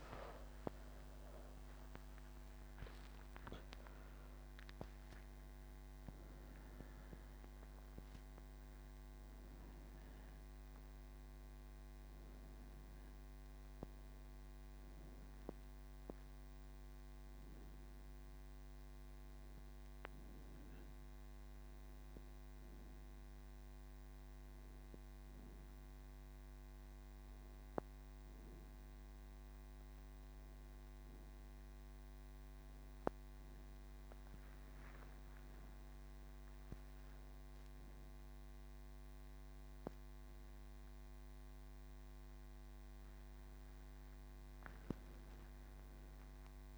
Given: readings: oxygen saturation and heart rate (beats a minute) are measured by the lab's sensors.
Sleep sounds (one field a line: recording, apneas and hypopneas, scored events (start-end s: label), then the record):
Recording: breathing in sleep by a microphone on the trachea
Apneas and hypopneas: 1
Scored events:
11.00-22.00 s: hypopnea (oxygen 97% before, 89% lowest, heart rate 61 before, 28 extreme, up 21 after)
26.50-36.50 s: oxygen desaturation (device-marked, oxygen 96% before, 89% lowest, heart rate 42 before, 28 extreme)
From the record:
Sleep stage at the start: N1 (lightest sleep)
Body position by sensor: on the back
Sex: female